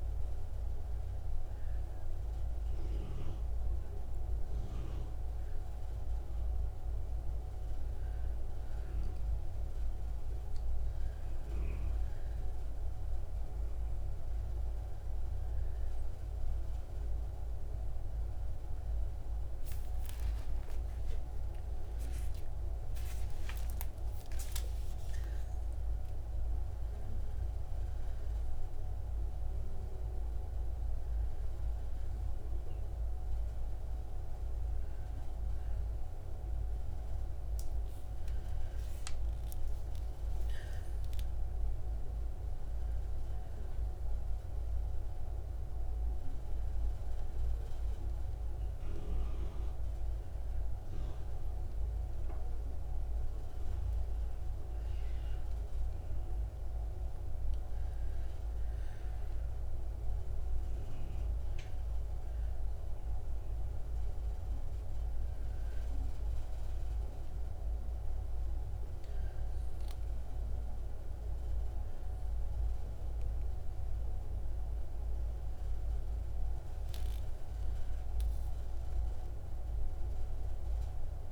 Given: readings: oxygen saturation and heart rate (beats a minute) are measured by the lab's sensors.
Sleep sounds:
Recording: breathing in sleep, hard to hear, by a room microphone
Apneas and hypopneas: none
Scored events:
19.50-24.50 s: arousal
76.50-80.50 s: arousal
From the record:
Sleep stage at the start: N1 (lightest sleep)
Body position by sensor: on the back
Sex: female

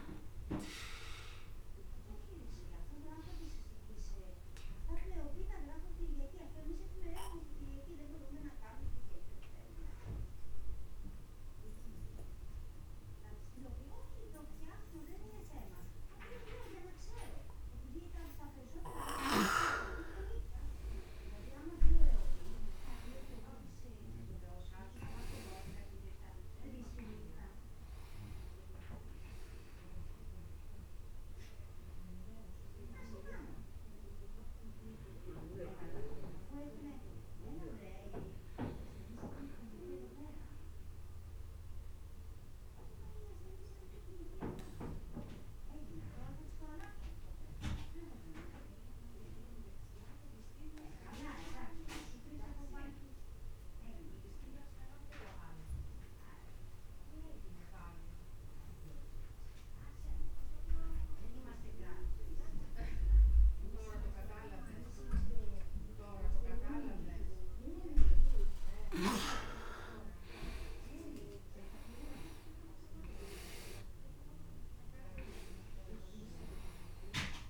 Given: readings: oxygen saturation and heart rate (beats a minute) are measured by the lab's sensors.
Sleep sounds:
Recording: breathing in sleep by a room microphone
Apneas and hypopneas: 2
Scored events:
3.00-19.00 s: obstructive apnea (oxygen 100% before, 91% lowest)
21.50-25.50 s: arousal
25.00-46.00 s: oxygen desaturation (device-marked, oxygen 97% before, 91% lowest)
39.50-69.00 s: obstructive apnea (oxygen 98% before, 89% lowest, heart rate 58 before, 28 extreme, up 28 after)
66.00-77.50 s: oxygen desaturation (device-marked, oxygen 99% before, 89% lowest)
71.00-74.50 s: arousal
From the record:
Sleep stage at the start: N2 (light sleep)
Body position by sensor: on the back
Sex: male

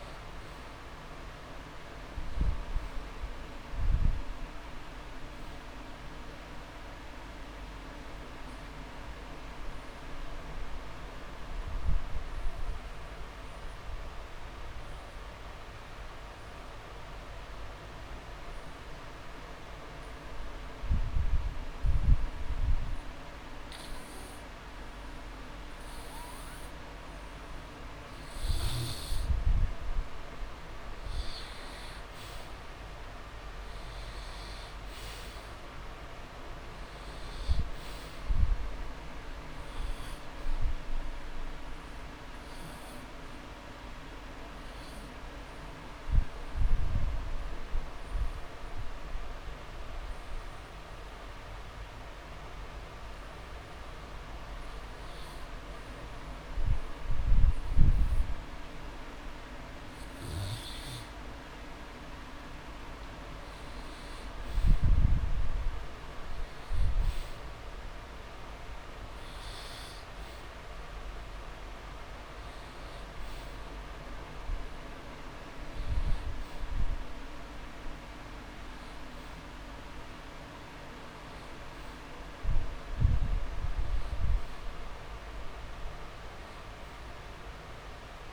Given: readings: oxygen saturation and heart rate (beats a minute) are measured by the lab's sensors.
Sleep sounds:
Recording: breathing in sleep, hard to hear, by a room microphone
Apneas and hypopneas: 2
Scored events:
9.00-11.00 s: long interval between heartbeats (device-marked)
10.50-27.50 s: obstructive apnea (oxygen 99% before, 89% lowest)
21.00-23.00 s: long interval between heartbeats (device-marked)
31.00-34.50 s: arousal
33.50-35.50 s: long interval between heartbeats (device-marked)
36.00-59.00 s: oxygen desaturation (device-marked, oxygen 97% before, 89% lowest)
43.00-59.00 s: obstructive apnea (oxygen 97% before, 89% lowest)
46.00-48.00 s: long interval between heartbeats (device-marked)
61.00-64.00 s: arousal
69.50-71.50 s: long interval between heartbeats (device-marked)
71.00-86.00 s: oxygen desaturation (device-marked, oxygen 98% before, 93% lowest)
81.00-83.00 s: long interval between heartbeats (device-marked)
From the record:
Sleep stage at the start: N2 (light sleep)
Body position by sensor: on the back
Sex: male

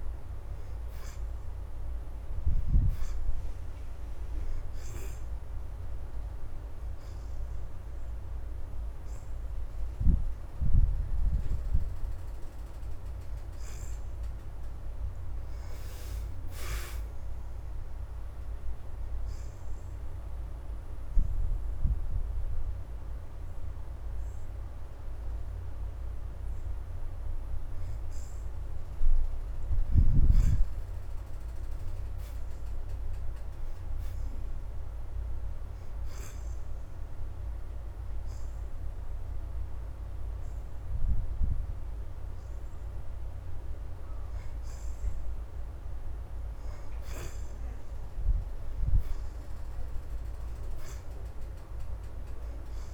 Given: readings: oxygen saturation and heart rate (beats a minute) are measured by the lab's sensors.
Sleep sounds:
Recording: breathing in sleep, hard to hear, by a room microphone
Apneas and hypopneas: 1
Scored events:
0.00-5.00 s: oxygen desaturation (device-marked, oxygen 64% lowest, heart rate 81 extreme)
7.00-17.00 s: oxygen desaturation (device-marked, oxygen 74% before, 65% lowest, heart rate 85 before, 79 extreme)
19.50-29.50 s: obstructive apnea (oxygen 74% before, 58% lowest, heart rate 84 before, 79 extreme, up 5 after)
25.00-38.00 s: oxygen desaturation (device-marked, oxygen 74% before, 60% lowest, heart rate 84 before, 79 extreme)
31.50-34.50 s: arousal
42.00-52.00 s: oxygen desaturation (device-marked, oxygen 73% before, 60% lowest, heart rate 83 before, 79 extreme)
From the record:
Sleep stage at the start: N2 (light sleep)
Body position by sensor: on the back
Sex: female

